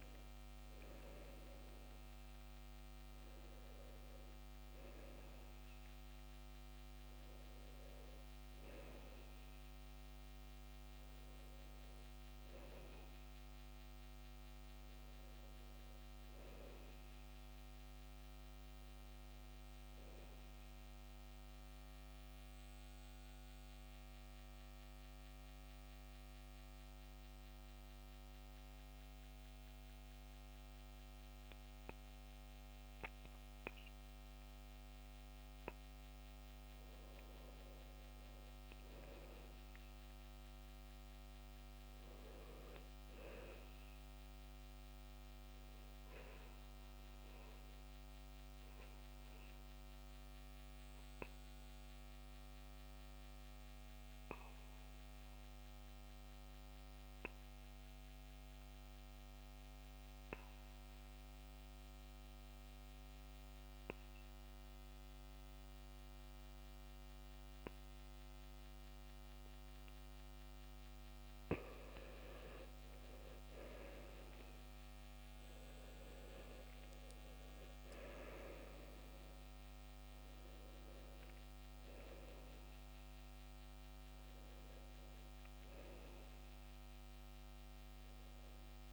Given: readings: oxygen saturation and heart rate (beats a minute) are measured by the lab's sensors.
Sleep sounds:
breathing in sleep, hard to hear, by a microphone on the trachea; 2
0.00-29.00 s: oxygen desaturation (device-marked, oxygen 86% lowest, heart rate 59 extreme)
21.50-36.00 s: mixed apnea (oxygen 94% before, 86% lowest, heart rate 71 before, 59 extreme, up 10 after)
38.00-42.00 s: arousal
47.50-71.50 s: obstructive apnea (oxygen 98% before, 85% lowest, heart rate 63 before, 60 extreme, up 14 after)
53.00-64.00 s: oxygen desaturation (device-marked, oxygen 97% before, 93% lowest, heart rate 65 before, 61 extreme)
71.00-88.93 s: oxygen desaturation (device-marked, oxygen 96% before, 85% lowest, heart rate 63 before, 60 extreme)
73.50-77.50 s: arousal
84.00-88.93 s: new sleep stage, REM sleep
From the record:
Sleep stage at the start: N2 (light sleep); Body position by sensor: on the back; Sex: male

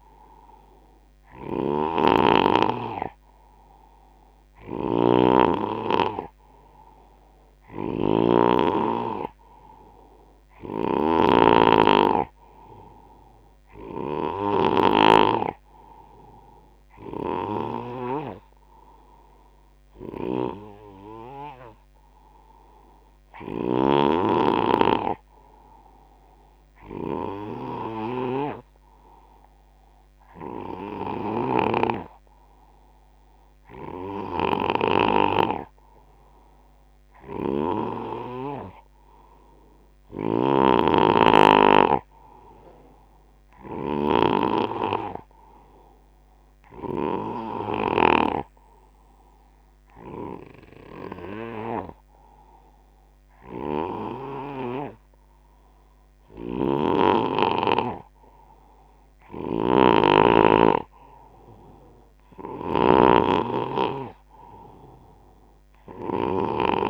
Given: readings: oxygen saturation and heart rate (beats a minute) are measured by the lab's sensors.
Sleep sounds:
breathing in sleep by a microphone on the trachea; none
0.00-15.00 s: snoring (device-marked)
0.00-33.00 s: oxygen desaturation (device-marked, oxygen 91% lowest, heart rate 68 extreme)
13.00-17.00 s: arousal
17.00-35.00 s: snoring (device-marked)
37.00-47.00 s: snoring (device-marked)
57.00-66.90 s: oxygen desaturation (device-marked, oxygen 92% before, 89% lowest, heart rate 82 before, 69 extreme)
59.00-66.90 s: snoring (device-marked)
From the record:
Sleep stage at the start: N2 (light sleep); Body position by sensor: on the left side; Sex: male

